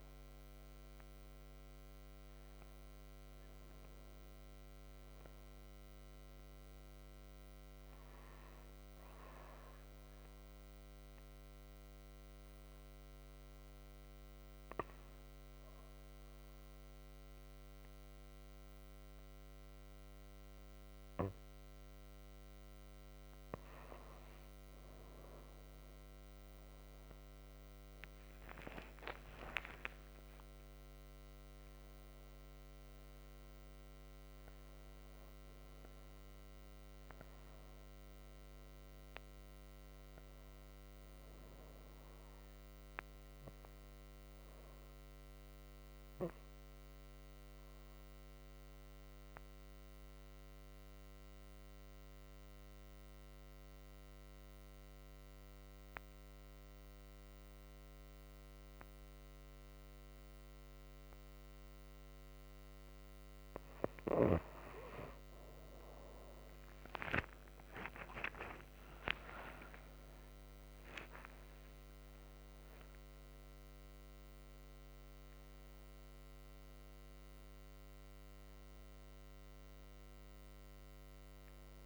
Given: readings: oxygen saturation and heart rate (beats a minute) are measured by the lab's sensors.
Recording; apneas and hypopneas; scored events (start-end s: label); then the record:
breathing in sleep by a microphone on the trachea; 2
0.00-22.50 s: oxygen desaturation (device-marked, oxygen 88% lowest, heart rate 56 extreme)
12.50-25.00 s: hypopnea (oxygen 96% before, 88% lowest, heart rate 74 before, 57 extreme, up 51 after)
26.50-31.00 s: arousal
36.50-50.50 s: oxygen desaturation (device-marked, oxygen 98% before, 93% lowest, heart rate 76 before, 57 extreme)
50.50-64.50 s: obstructive apnea (oxygen 98% before, 89% lowest, heart rate 72 before, 56 extreme, up 56 after)
65.50-81.86 s: oxygen desaturation (device-marked, oxygen 97% before, 89% lowest, heart rate 62 before, 56 extreme)
67.00-72.00 s: arousal
From the record:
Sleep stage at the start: N2 (light sleep); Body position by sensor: on the right side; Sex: female